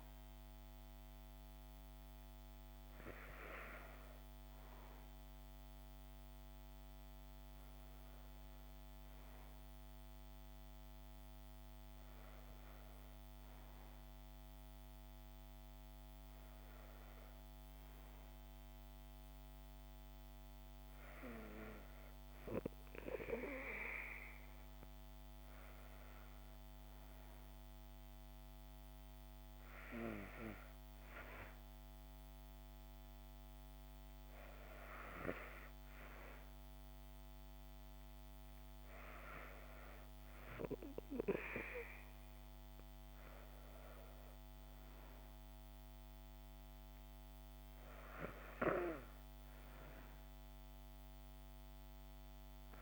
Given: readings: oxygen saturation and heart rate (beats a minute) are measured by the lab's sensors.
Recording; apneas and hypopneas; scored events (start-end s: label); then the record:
breathing in sleep by a microphone on the trachea; none
none scored
From the record:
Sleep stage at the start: N2 (light sleep); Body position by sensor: on the back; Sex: female